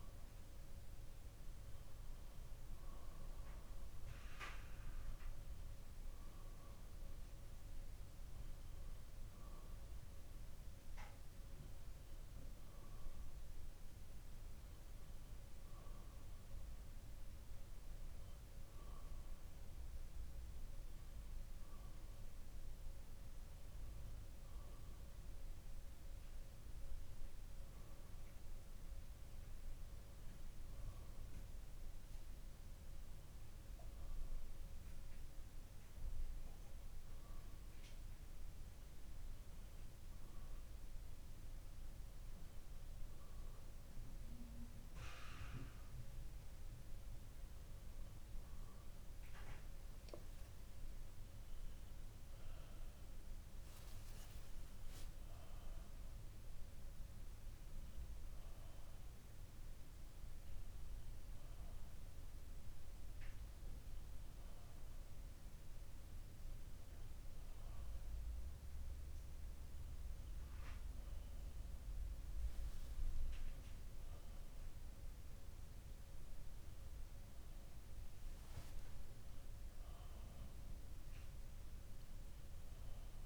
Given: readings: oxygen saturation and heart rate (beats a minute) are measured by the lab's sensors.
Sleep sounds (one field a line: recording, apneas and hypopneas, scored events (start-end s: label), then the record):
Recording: breathing in sleep, hard to hear, by a room microphone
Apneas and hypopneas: none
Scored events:
none scored
From the record:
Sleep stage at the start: N2 (light sleep)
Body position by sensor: on the back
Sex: male